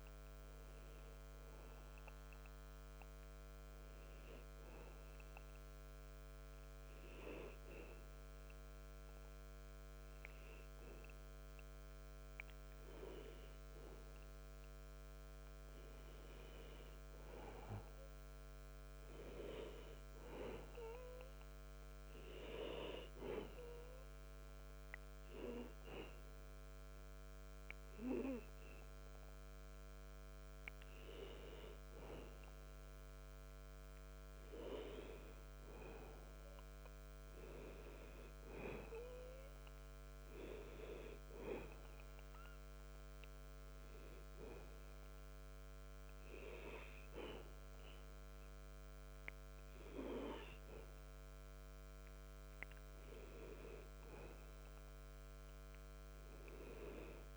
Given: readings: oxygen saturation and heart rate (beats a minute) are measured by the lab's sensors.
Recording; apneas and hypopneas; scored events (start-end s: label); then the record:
breathing in sleep by a microphone on the trachea; 2
4.50-14.50 s: obstructive apnea (oxygen 96% before, 92% lowest, heart rate 69 before, 66 extreme, up 30 after)
16.50-20.00 s: arousal
33.00-43.00 s: oxygen desaturation (device-marked, oxygen 95% before, 92% lowest, heart rate 79 before, 89 extreme)
42.50-52.50 s: hypopnea (oxygen 95% before, 92% lowest, heart rate 84 before, 89 extreme, up 7 after)
56.00-57.37 s: arousal
From the record:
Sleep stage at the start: N2 (light sleep); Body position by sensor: on the back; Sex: male